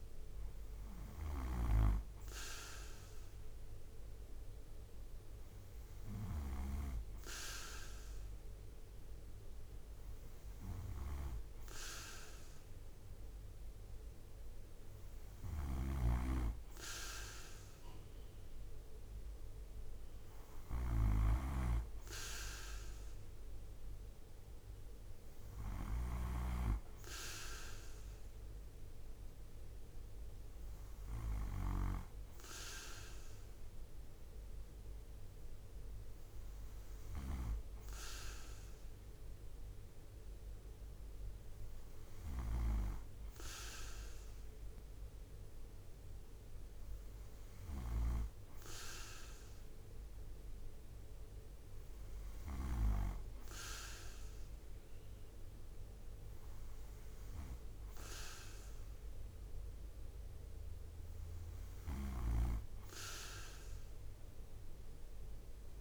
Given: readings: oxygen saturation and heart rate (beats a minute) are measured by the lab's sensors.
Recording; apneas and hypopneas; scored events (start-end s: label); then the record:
breathing in sleep by a room microphone; none
0.00-6.00 s: snoring (device-marked)
15.00-25.50 s: snoring (device-marked)
36.50-52.00 s: snoring (device-marked)
61.00-65.81 s: snoring (device-marked)
From the record:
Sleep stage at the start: N2 (light sleep); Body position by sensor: on the right side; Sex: male